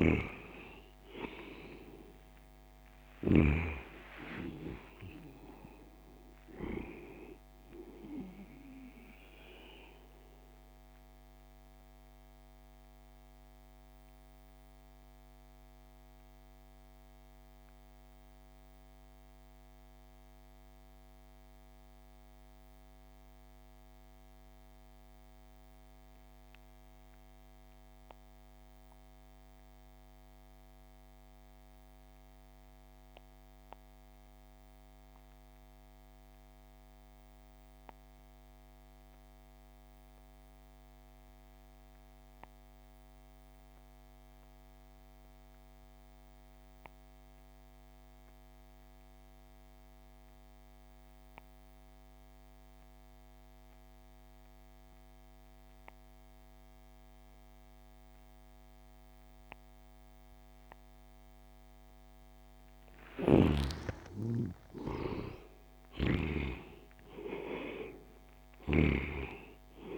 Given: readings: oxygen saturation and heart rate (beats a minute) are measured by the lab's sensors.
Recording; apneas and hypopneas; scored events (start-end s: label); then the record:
breathing in sleep by a microphone on the trachea; 1
0.00-3.00 s: snoring (device-marked)
0.00-5.50 s: arousal
0.00-21.50 s: oxygen desaturation (device-marked, oxygen 80% lowest)
10.00-62.50 s: mixed apnea (oxygen 95% before, 69% lowest)
40.50-69.98 s: oxygen desaturation (device-marked, oxygen 98% before, 69% lowest)
62.50-66.00 s: snoring (device-marked)
63.00-68.00 s: arousal
68.00-69.98 s: snoring (device-marked)
From the record:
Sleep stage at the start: REM sleep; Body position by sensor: on the back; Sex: male